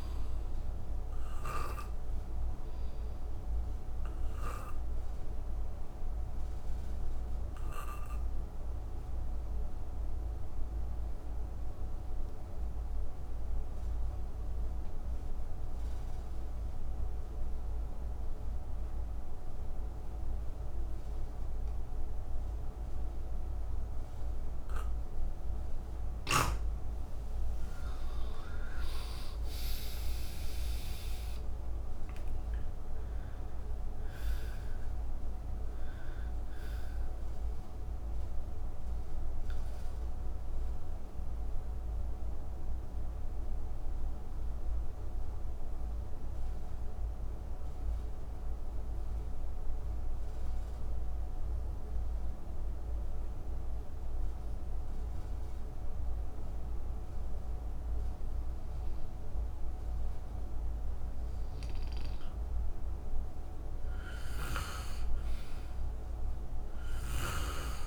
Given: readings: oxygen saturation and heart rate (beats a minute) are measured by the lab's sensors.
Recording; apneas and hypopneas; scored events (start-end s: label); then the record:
breathing in sleep, hard to hear, by a room microphone; 2
0.00-17.00 s: oxygen desaturation (device-marked, oxygen 87% lowest, heart rate 61 extreme)
3.50-25.50 s: obstructive apnea (oxygen 98% before, 83% lowest, heart rate 69 before, 58 extreme, up 11 after)
22.00-52.00 s: oxygen desaturation (device-marked, oxygen 97% before, 83% lowest, heart rate 65 before, 58 extreme)
27.00-32.00 s: arousal
39.50-62.00 s: obstructive apnea (oxygen 97% before, 83% lowest, heart rate 73 before, 58 extreme, up 4 after)
64.00-67.00 s: arousal
66.00-67.87 s: oxygen desaturation (device-marked, oxygen 99% before, 87% lowest, heart rate 64 before, 65 extreme)
From the record:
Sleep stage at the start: N2 (light sleep); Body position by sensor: on the back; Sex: male